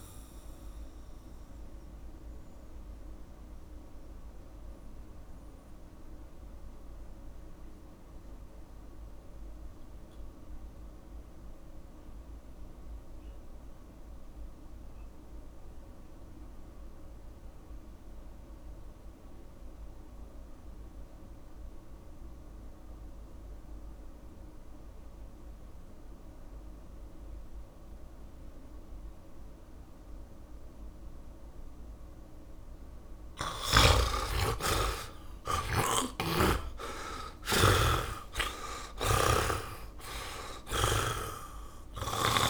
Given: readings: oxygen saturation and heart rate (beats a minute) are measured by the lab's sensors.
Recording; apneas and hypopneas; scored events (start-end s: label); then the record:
breathing in sleep by a room microphone; 1
0.00-17.00 s: oxygen desaturation (device-marked, oxygen 69% lowest, heart rate 46 extreme)
0.50-33.50 s: mixed apnea (oxygen 97% before, 69% lowest, heart rate 60 before, 53 extreme, up 26 after)
19.00-42.50 s: oxygen desaturation (device-marked, oxygen 100% before, 69% lowest, heart rate 73 before, 51 extreme)
35.50-41.00 s: arousal
36.50-42.50 s: snoring (device-marked)
From the record:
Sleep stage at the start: N2 (light sleep); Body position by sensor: on the back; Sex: male